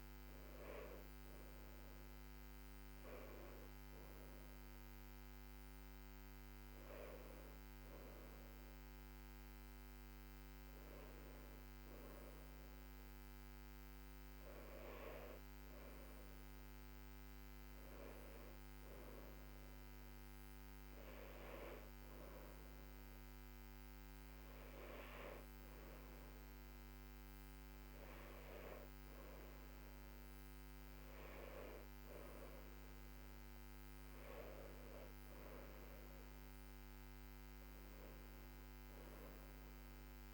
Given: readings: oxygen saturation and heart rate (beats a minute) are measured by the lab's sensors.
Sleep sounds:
breathing in sleep by a microphone on the trachea; none
none scored
From the record:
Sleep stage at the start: N2 (light sleep); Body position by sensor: on the back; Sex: female

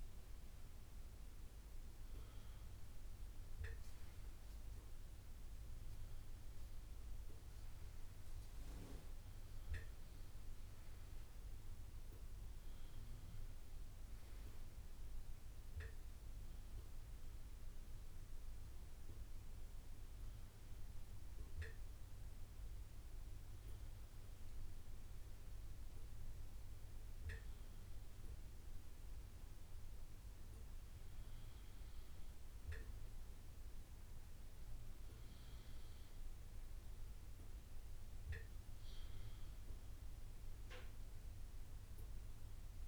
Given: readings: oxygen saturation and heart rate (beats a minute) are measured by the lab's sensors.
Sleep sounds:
breathing in sleep, hard to hear, by a room microphone; none
0.00-42.88 s: bradycardia (device-marked)
2.00-4.00 s: long interval between heartbeats (device-marked)
27.50-29.50 s: long interval between heartbeats (device-marked)
31.50-33.50 s: long interval between heartbeats (device-marked)
From the record:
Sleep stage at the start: N1 (lightest sleep); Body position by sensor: on the right side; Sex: male

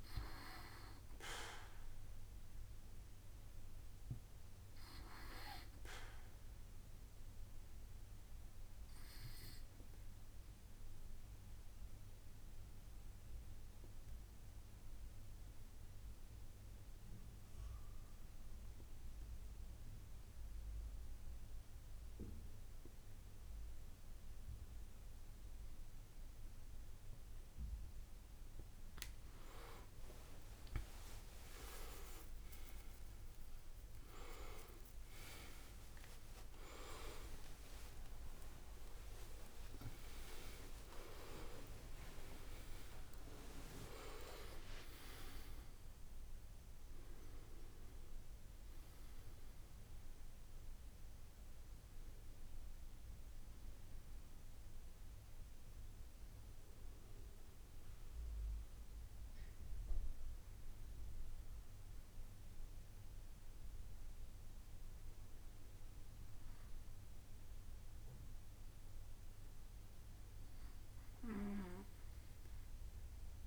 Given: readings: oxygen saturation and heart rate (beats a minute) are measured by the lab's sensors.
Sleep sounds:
a person partly awake in a sleep study, by a room microphone; 1
6.50-27.50 s: obstructive apnea (oxygen 97% before, 92% lowest, heart rate 69 before, 60 extreme)
30.00-60.00 s: new sleep stage, awake
50.00-64.00 s: oxygen desaturation (device-marked, oxygen 95% before, 92% lowest, heart rate 127 before, 69 extreme)
60.00-73.47 s: new sleep stage, N2 (light sleep)
From the record:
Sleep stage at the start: N2 (light sleep); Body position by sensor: on the back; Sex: male

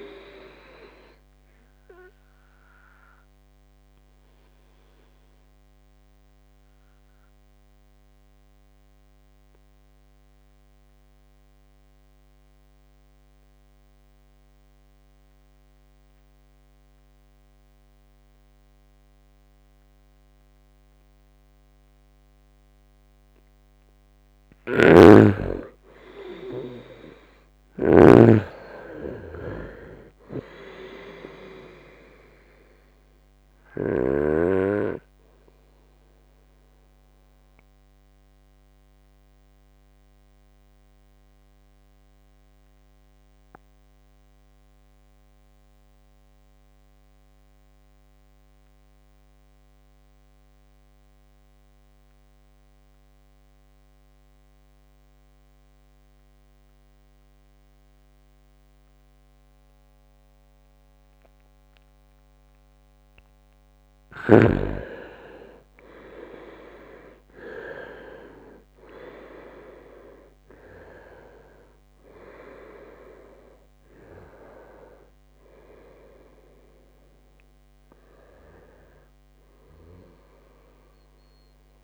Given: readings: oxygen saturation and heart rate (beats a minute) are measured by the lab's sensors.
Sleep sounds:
breathing in sleep by a microphone on the trachea; 2
0.00-17.50 s: oxygen desaturation (device-marked, oxygen 88% lowest, heart rate 65 extreme)
3.00-23.00 s: obstructive apnea (oxygen 99% before, 88% lowest, heart rate 70 before, 65 extreme, up 7 after)
24.50-34.00 s: snoring (device-marked)
25.50-29.50 s: arousal
29.50-54.50 s: oxygen desaturation (device-marked, oxygen 98% before, 89% lowest, heart rate 68 before, 66 extreme)
39.00-62.00 s: obstructive apnea (oxygen 98% before, 86% lowest, heart rate 71 before, 66 extreme, up 28 after)
61.50-81.84 s: oxygen desaturation (device-marked, oxygen 98% before, 86% lowest, heart rate 68 before, 65 extreme)
64.00-68.50 s: arousal
66.00-68.00 s: long interval between heartbeats (device-marked, heart rate 68 before, 79 extreme)
From the record:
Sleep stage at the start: N2 (light sleep); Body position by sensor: on the right side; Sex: male

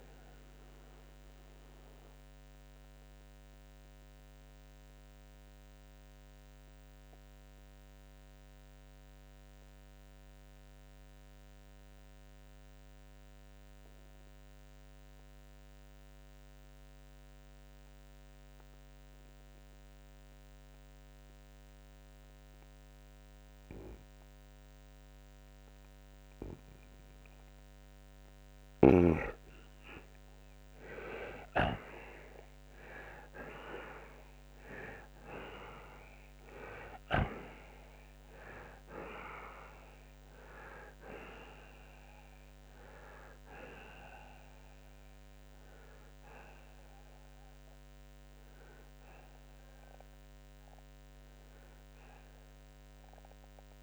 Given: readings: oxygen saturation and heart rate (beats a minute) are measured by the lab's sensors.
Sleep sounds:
breathing in sleep by a microphone on the trachea; 1
2.00-27.50 s: obstructive apnea (oxygen 92% before, 85% lowest, heart rate 88 before, 63 extreme, up 29 after)
10.00-27.00 s: oxygen desaturation (device-marked, oxygen 92% before, 85% lowest, heart rate 80 before, 63 extreme)
28.50-33.50 s: arousal
34.00-52.00 s: oxygen desaturation (device-marked, oxygen 95% before, 92% lowest, heart rate 74 before, 62 extreme)
From the record:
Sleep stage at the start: N2 (light sleep); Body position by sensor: on the right side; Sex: male

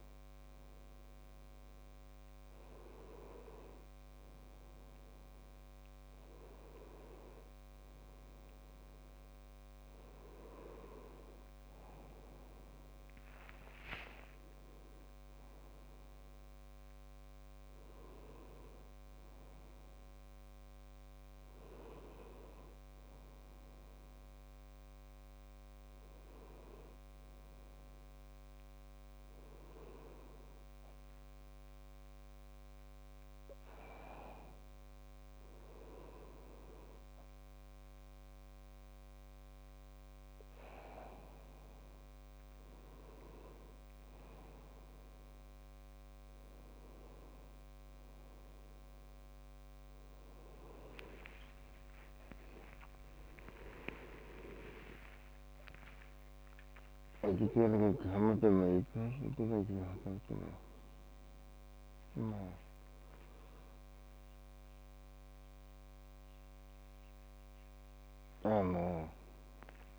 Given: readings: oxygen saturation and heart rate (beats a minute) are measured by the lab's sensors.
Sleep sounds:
a person partly awake in a sleep study, by a microphone on the trachea; none
41.00-69.99 s: new sleep stage, awake
54.00-56.00 s: long interval between heartbeats (device-marked, heart rate 70 before, 80 extreme)
57.00-59.00 s: long interval between heartbeats (device-marked, heart rate 72 before, 91 extreme)
From the record:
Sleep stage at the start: N2 (light sleep); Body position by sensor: on the back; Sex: male

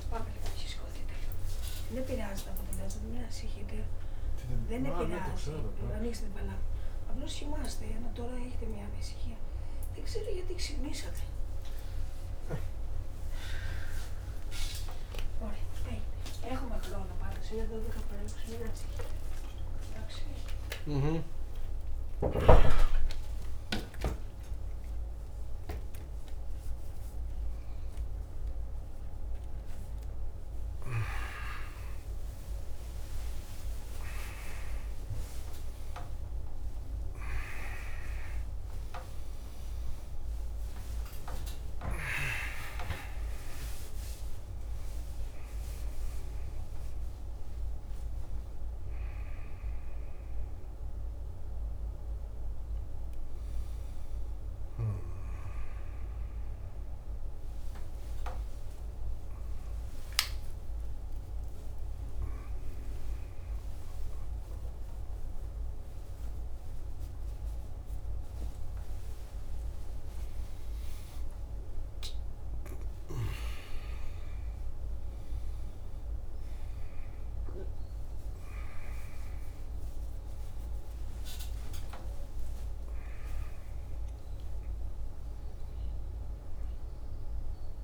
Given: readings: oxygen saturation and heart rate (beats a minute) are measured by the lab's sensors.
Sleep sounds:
a person awake in a sleep study, by a room microphone; none
77.50-87.83 s: oxygen desaturation (device-marked, oxygen 99% before, 96% lowest, heart rate 74 before, 58 extreme)
From the record:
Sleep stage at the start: awake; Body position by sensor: on the back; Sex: male

